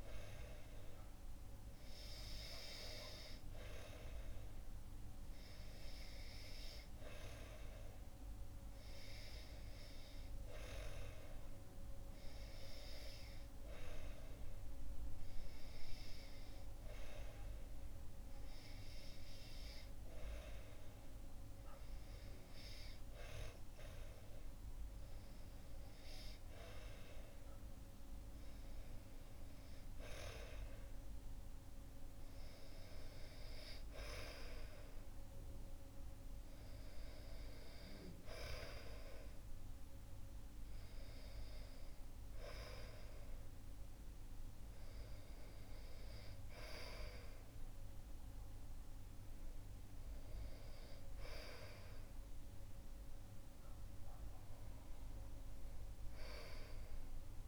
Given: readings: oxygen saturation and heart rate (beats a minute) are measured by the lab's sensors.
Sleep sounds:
breathing in sleep by a room microphone; none
none scored
From the record:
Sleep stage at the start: REM sleep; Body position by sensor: on the back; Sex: male

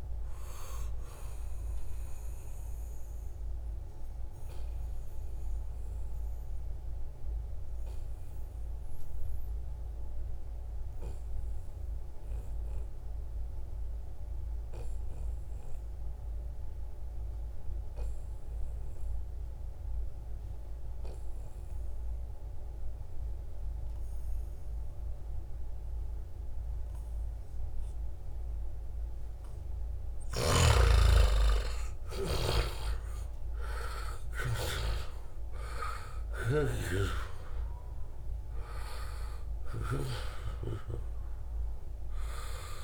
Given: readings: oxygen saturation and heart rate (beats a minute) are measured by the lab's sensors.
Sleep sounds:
breathing in sleep by a room microphone; 1
0.00-5.50 s: oxygen desaturation (device-marked, oxygen 88% lowest, heart rate 69 extreme)
2.00-29.50 s: obstructive apnea (oxygen 96% before, 88% lowest, heart rate 82 before, 68 extreme, up 4 after)
26.50-42.84 s: oxygen desaturation (device-marked, oxygen 97% before, 88% lowest, heart rate 73 before, 67 extreme)
30.00-36.50 s: snoring (device-marked)
30.50-34.50 s: arousal
From the record:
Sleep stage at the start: N2 (light sleep); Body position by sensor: on the back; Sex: male

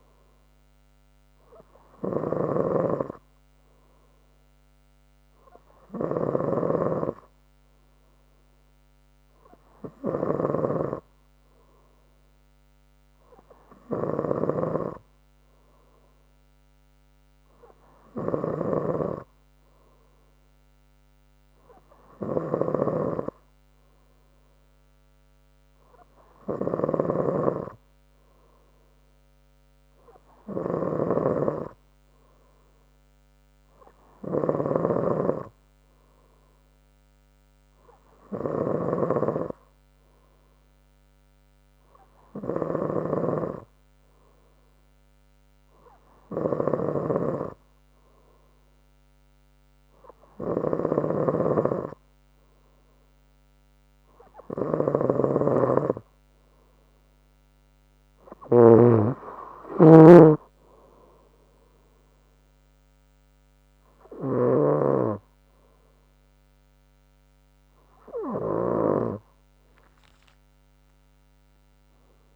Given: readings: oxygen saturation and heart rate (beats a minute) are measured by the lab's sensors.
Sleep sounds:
breathing in sleep by a microphone on the trachea; none
6.00-8.00 s: long interval between heartbeats (device-marked, heart rate 67 before, 74 extreme)
10.00-12.00 s: long interval between heartbeats (device-marked, heart rate 69 before, 84 extreme)
18.00-20.00 s: long interval between heartbeats (device-marked, heart rate 72 before, 73 extreme)
22.00-24.00 s: long interval between heartbeats (device-marked, heart rate 73 before, 79 extreme)
26.50-28.50 s: long interval between heartbeats (device-marked, heart rate 75 before, 83 extreme)
35.00-39.50 s: snoring (device-marked)
42.50-44.50 s: long interval between heartbeats (device-marked, heart rate 73 before, 83 extreme)
50.50-52.50 s: long interval between heartbeats (device-marked, heart rate 72 before, 75 extreme)
55.50-65.00 s: snoring (device-marked)
From the record:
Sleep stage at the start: N3 (deep sleep); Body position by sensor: on the front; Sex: female

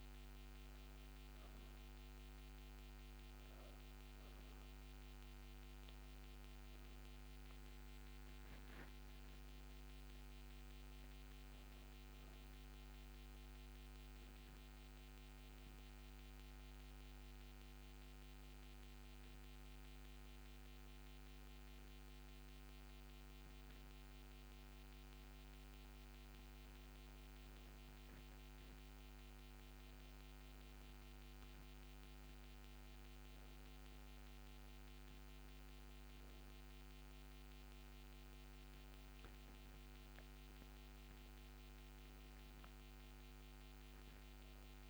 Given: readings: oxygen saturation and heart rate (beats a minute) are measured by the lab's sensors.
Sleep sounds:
breathing in sleep, hard to hear, by a microphone on the trachea; none
none scored
From the record:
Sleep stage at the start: N2 (light sleep); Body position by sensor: on the back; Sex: female

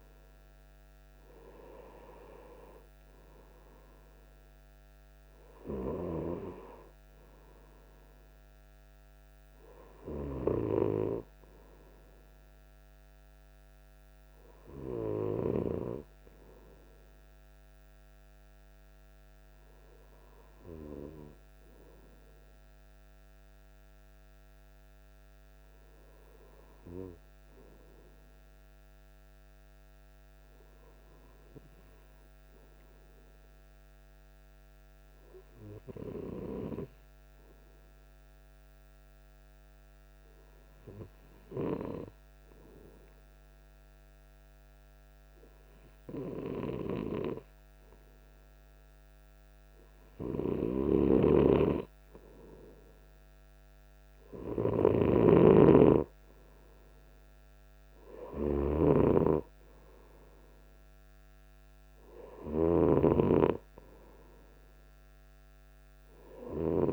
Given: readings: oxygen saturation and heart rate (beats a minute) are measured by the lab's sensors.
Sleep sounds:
breathing in sleep by a microphone on the trachea; 1
0.00-2.50 s: arousal
30.50-52.00 s: hypopnea (oxygen 98% before, 96% lowest, heart rate 52 before, 52 extreme, up 5 after)
54.50-58.00 s: arousal
From the record:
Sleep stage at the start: N2 (light sleep); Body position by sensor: on the right side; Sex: male

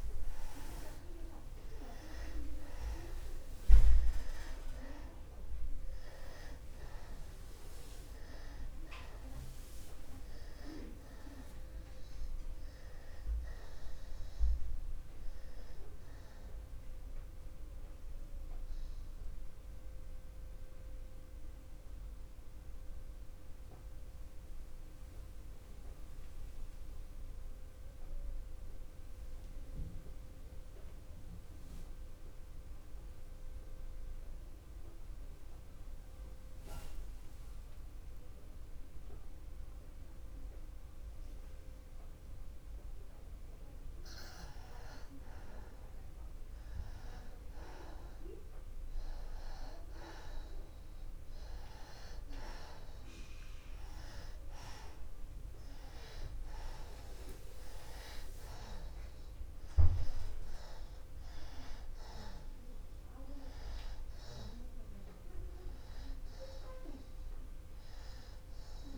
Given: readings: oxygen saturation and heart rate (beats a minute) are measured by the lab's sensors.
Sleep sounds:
breathing in sleep by a room microphone; 1
0.00-37.00 s: oxygen desaturation (device-marked, oxygen 86% lowest)
19.50-45.00 s: mixed apnea (oxygen 97% before, 85% lowest, heart rate 57 before, 60 extreme, up 1 after)
47.00-50.00 s: arousal
50.00-68.98 s: oxygen desaturation (device-marked, oxygen 97% before, 85% lowest)
From the record:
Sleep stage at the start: N2 (light sleep); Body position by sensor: on the back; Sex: male

